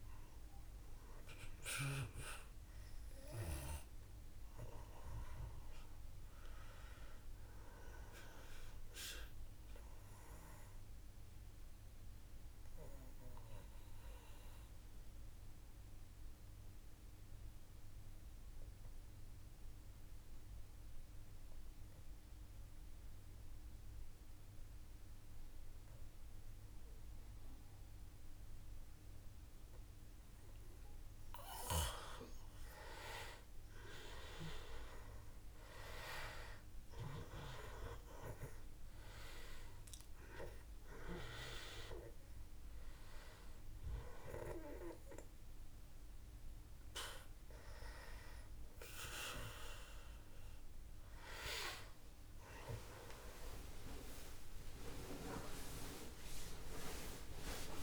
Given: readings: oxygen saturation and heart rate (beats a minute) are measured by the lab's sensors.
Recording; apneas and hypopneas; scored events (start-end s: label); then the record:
breathing in sleep by a room microphone; 1
0.00-17.00 s: oxygen desaturation (device-marked, oxygen 88% lowest, heart rate 55 extreme)
8.00-29.50 s: obstructive apnea (oxygen 98% before, 88% lowest, heart rate 59 before, 55 extreme, up 4 after)
31.00-34.00 s: arousal
36.00-57.83 s: oxygen desaturation (device-marked, oxygen 97% before, 90% lowest, heart rate 56 before, 55 extreme)
51.00-57.00 s: tachycardia (device-marked, heart rate 57 before, 129 extreme)
From the record:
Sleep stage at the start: N2 (light sleep); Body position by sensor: on the back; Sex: male